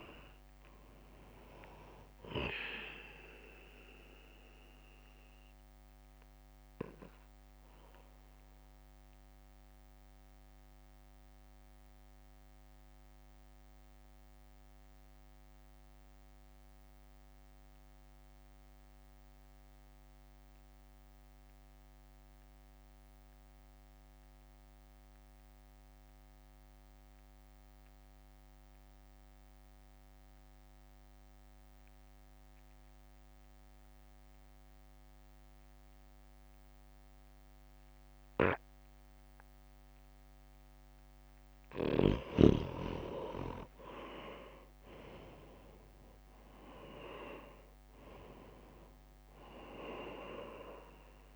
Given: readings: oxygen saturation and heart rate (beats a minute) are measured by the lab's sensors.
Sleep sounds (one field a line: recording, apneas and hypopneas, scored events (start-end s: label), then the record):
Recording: breathing in sleep by a microphone on the trachea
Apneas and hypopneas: 1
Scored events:
0.00-4.00 s: oxygen desaturation (device-marked, oxygen 91% lowest, heart rate 50 extreme)
0.00-9.00 s: drop in pulse transit time (device-marked, heart rate 50 extreme)
4.00-41.00 s: mixed apnea (oxygen 98% before, 87% lowest, heart rate 57 before, 51 extreme, up 5 after)
6.00-24.00 s: oxygen desaturation (device-marked, oxygen 94% before, 88% lowest, heart rate 56 before, 53 extreme)
33.00-51.36 s: oxygen desaturation (device-marked, oxygen 98% before, 87% lowest, heart rate 62 before, 51 extreme)
45.00-48.50 s: arousal
45.00-51.36 s: drop in pulse transit time (device-marked, heart rate 61 before, 52 extreme)
From the record:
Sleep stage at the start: N2 (light sleep)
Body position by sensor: on the right side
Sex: male